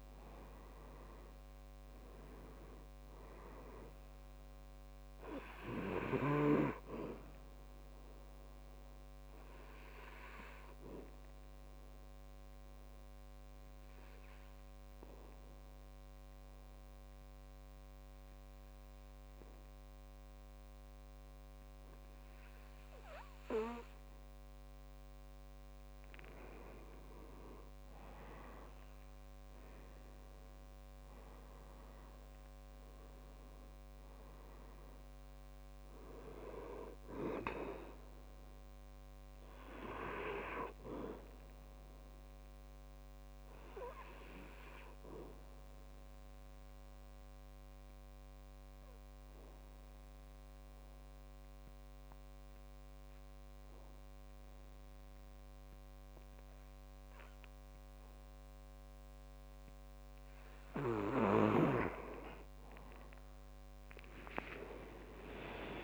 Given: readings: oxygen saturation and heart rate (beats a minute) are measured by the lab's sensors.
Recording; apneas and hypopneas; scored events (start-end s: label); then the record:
breathing in sleep by a microphone on the trachea; 2
0.00-1.00 s: arousal
1.50-24.50 s: oxygen desaturation (device-marked, oxygen 98% before, 91% lowest, heart rate 68 before, 61 extreme)
8.50-26.00 s: obstructive apnea (oxygen 98% before, 91% lowest, heart rate 70 before, 61 extreme, up 8 after)
29.00-33.00 s: arousal
37.50-55.50 s: oxygen desaturation (device-marked, oxygen 98% before, 91% lowest, heart rate 68 before, 61 extreme)
43.00-61.00 s: obstructive apnea (oxygen 98% before, 91% lowest, heart rate 69 before, 61 extreme, up 10 after)
63.50-65.84 s: arousal
From the record:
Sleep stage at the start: N2 (light sleep); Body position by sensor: on the back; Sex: male